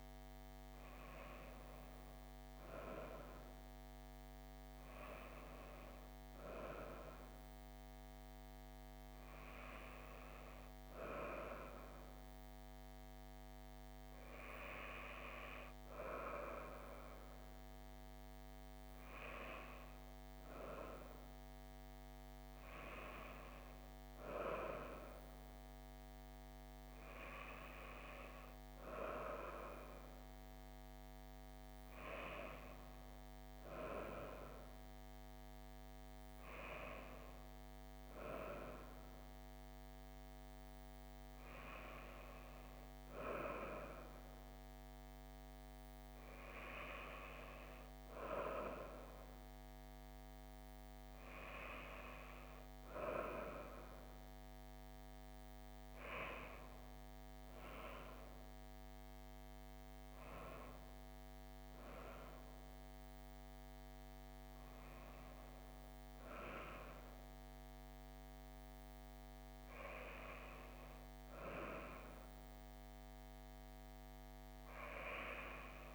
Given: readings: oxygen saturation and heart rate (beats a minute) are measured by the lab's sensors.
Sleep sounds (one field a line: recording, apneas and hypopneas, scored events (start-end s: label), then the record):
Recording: breathing in sleep by a microphone on the trachea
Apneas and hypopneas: none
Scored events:
39.00-75.95 s: new sleep stage, N2 (light sleep)
From the record:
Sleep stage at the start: N1 (lightest sleep)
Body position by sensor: on the back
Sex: female